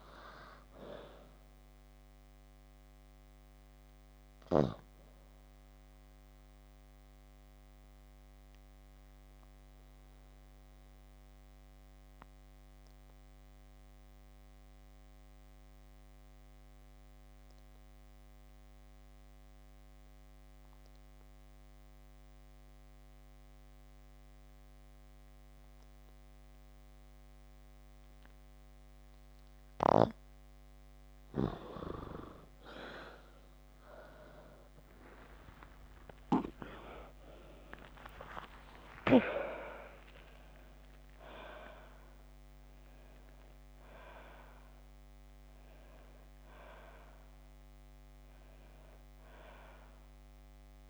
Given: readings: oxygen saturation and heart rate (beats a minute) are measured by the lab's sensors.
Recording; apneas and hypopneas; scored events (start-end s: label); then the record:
breathing in sleep by a microphone on the trachea; 1
0.00-25.50 s: oxygen desaturation (device-marked, oxygen 86% lowest, heart rate 43 extreme)
8.00-28.50 s: obstructive apnea (oxygen 96% before, 86% lowest, heart rate 62 before, 43 extreme, up 58 after)
27.50-35.50 s: oxygen desaturation (device-marked, oxygen 94% before, 88% lowest, heart rate 56 before, 43 extreme)
34.50-39.50 s: arousal
From the record:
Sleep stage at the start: N2 (light sleep); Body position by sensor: on the back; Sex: female